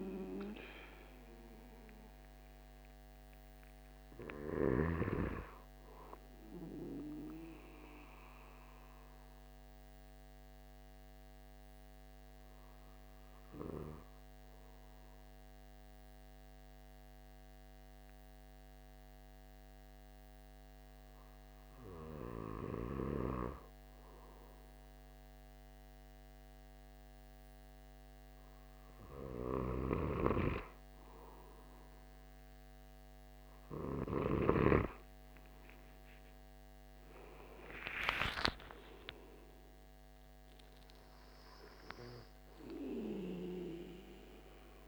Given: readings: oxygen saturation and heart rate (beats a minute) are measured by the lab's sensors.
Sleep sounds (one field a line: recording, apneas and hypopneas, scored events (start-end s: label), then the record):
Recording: breathing in sleep by a microphone on the trachea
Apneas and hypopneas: 1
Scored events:
0.00-9.50 s: oxygen desaturation (device-marked, oxygen 91% lowest, heart rate 144 extreme)
8.00-29.50 s: obstructive apnea (oxygen 96% before, 92% lowest, heart rate 172 before, 137 extreme, up 31 after)
30.00-35.00 s: snoring (device-marked)
35.00-39.50 s: arousal
From the record:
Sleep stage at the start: N2 (light sleep)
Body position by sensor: on the back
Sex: male